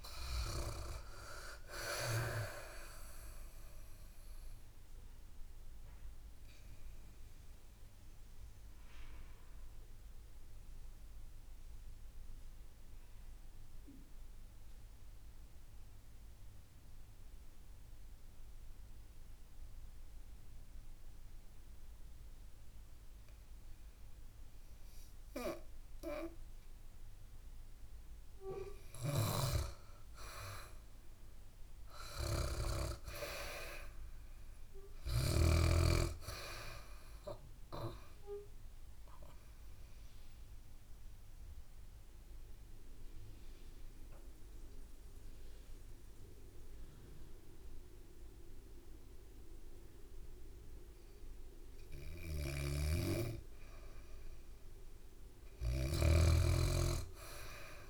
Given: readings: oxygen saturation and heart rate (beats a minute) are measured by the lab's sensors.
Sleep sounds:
breathing in sleep by a room microphone; 2
0.00-1.00 s: arousal
5.50-27.50 s: mixed apnea (oxygen 97% before, 93% lowest, heart rate 69 before, 63 extreme, up 5 after)
28.50-35.00 s: snoring (device-marked)
29.50-32.50 s: arousal
33.50-52.50 s: oxygen desaturation (device-marked, oxygen 99% before, 93% lowest, heart rate 66 before, 62 extreme)
37.00-50.50 s: mixed apnea (oxygen 99% before, 93% lowest, heart rate 67 before, 62 extreme, up 5 after)
52.00-57.90 s: snoring (device-marked)
54.50-57.90 s: arousal
From the record:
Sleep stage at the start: N2 (light sleep); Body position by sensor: on the back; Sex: female

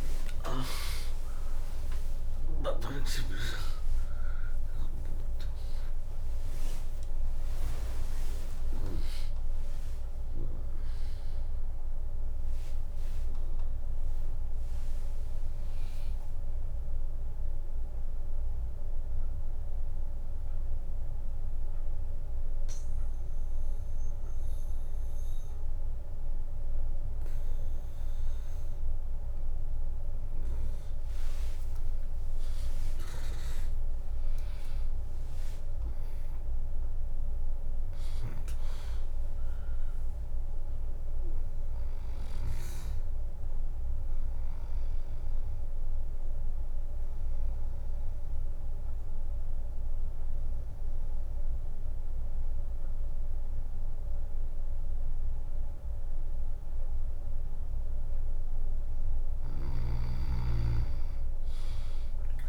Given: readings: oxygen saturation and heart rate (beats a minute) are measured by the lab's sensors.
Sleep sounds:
breathing in sleep by a room microphone; 2
0.00-1.00 s: long interval between heartbeats (device-marked, heart rate 97 extreme)
0.00-3.00 s: arousal
0.00-11.00 s: tachycardia (device-marked, heart rate 163 extreme)
0.00-12.00 s: drop in pulse transit time (device-marked, heart rate 97 extreme)
0.00-22.00 s: oxygen desaturation (device-marked, oxygen 100% before, 95% lowest, heart rate 68 before, 65 extreme)
2.50-4.50 s: long interval between heartbeats (device-marked, heart rate 71 before, 124 extreme)
8.50-10.50 s: long interval between heartbeats (device-marked, heart rate 90 before, 155 extreme)
17.00-30.00 s: mixed apnea (oxygen 100% before, 95% lowest, heart rate 121 before, 58 extreme, up 0 after)
32.00-38.50 s: arousal
44.50-58.00 s: obstructive apnea (oxygen 100% before, 95% lowest, heart rate 77 before, 57 extreme, up 18 after)
54.00-62.00 s: bradycardia (device-marked, heart rate 73 before, 57 extreme)
From the record:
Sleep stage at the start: N2 (light sleep); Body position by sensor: on the back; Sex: female

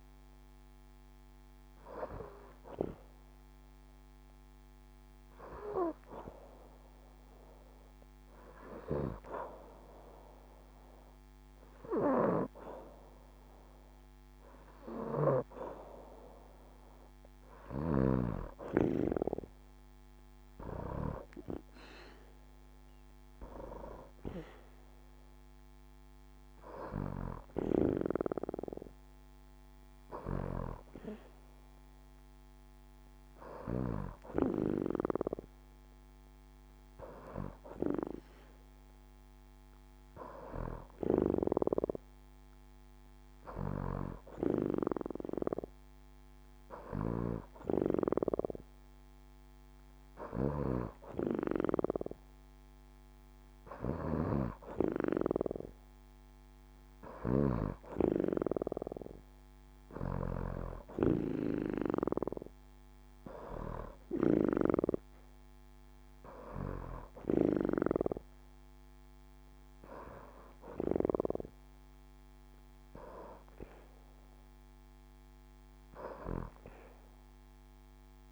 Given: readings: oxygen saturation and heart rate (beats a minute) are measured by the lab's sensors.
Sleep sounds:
breathing in sleep by a microphone on the trachea; 1
0.00-1.00 s: arousal
4.50-17.00 s: hypopnea (oxygen 92% before, 89% lowest, heart rate 72 before, 67 extreme, up 5 after)
19.00-23.00 s: arousal
26.00-43.00 s: oxygen desaturation (device-marked, oxygen 93% before, 89% lowest, heart rate 70 before, 67 extreme)
From the record:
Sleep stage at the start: N2 (light sleep); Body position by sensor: on the back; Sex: female

